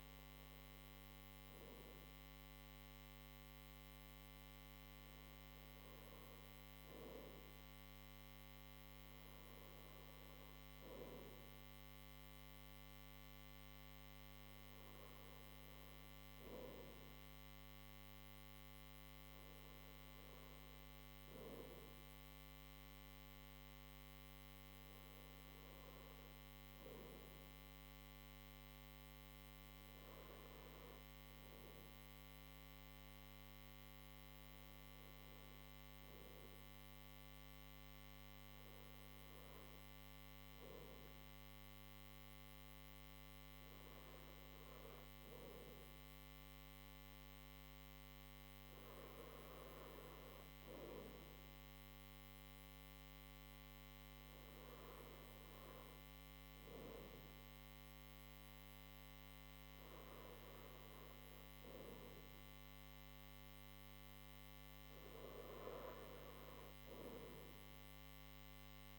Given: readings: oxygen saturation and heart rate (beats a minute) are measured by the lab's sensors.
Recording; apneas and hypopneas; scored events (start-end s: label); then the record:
breathing in sleep, hard to hear, by a microphone on the trachea; none
26.00-68.99 s: new sleep stage, N3 (deep sleep)
From the record:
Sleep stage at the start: N1 (lightest sleep); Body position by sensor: on the right side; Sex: male